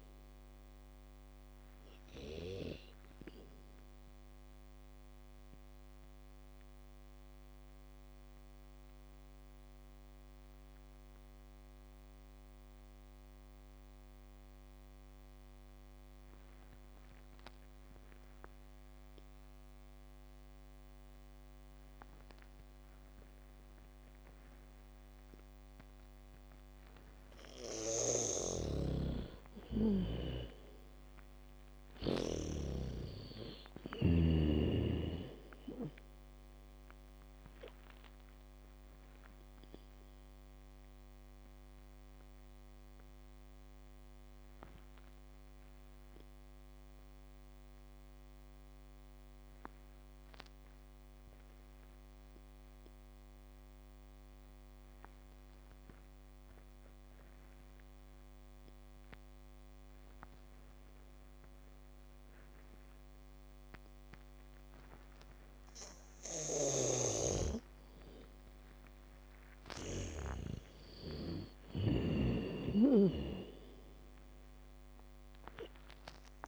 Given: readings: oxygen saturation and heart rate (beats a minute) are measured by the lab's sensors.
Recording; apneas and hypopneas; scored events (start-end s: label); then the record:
breathing in sleep by a microphone on the trachea; 2
0.00-17.00 s: oxygen desaturation (device-marked, oxygen 81% lowest)
1.00-27.00 s: mixed apnea (oxygen 99% before, 81% lowest, heart rate 46 before, 26 extreme)
27.00-52.00 s: oxygen desaturation (device-marked, oxygen 99% before, 84% lowest)
28.00-33.00 s: snoring (device-marked)
29.00-36.00 s: bradycardia (device-marked, heart rate 62 before, 26 extreme)
29.50-33.00 s: arousal
38.50-66.00 s: mixed apnea (oxygen 99% before, 81% lowest)
62.00-76.48 s: bradycardia (device-marked)
64.00-76.48 s: oxygen desaturation (device-marked, oxygen 99% before, 81% lowest)
66.50-70.50 s: snoring (device-marked)
68.50-73.50 s: arousal
From the record:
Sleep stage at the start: N2 (light sleep); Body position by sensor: on the back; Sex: female